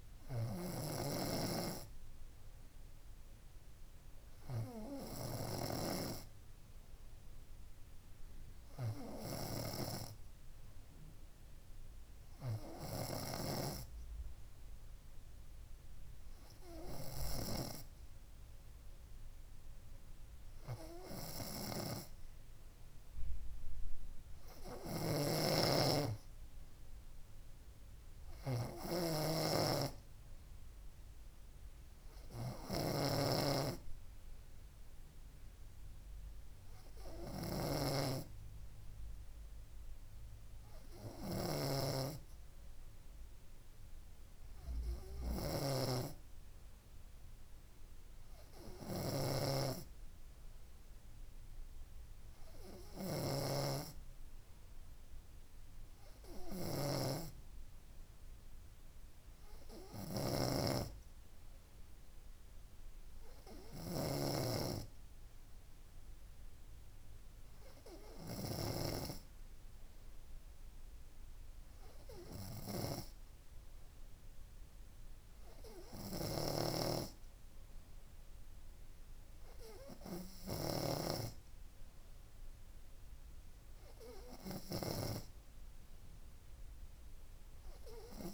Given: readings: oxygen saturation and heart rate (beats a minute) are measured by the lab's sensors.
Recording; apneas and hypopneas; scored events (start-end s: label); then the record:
breathing in sleep by a room microphone; none
0.00-1.00 s: snoring (device-marked)
25.00-64.50 s: snoring (device-marked)
From the record:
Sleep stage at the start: N3 (deep sleep); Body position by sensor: on the front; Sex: female